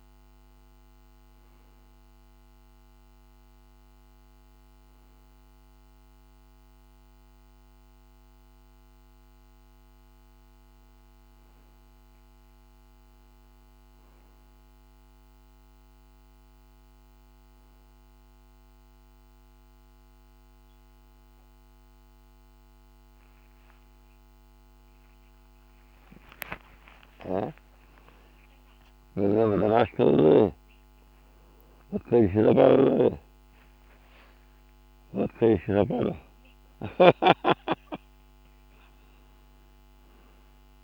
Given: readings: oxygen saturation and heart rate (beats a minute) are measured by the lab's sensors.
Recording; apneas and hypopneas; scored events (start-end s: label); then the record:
a person partly awake in a sleep study, by a microphone on the trachea; none
30.50-40.84 s: new sleep stage, awake
31.50-37.00 s: snoring (device-marked)
From the record:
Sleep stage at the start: N2 (light sleep); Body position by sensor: on the back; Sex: male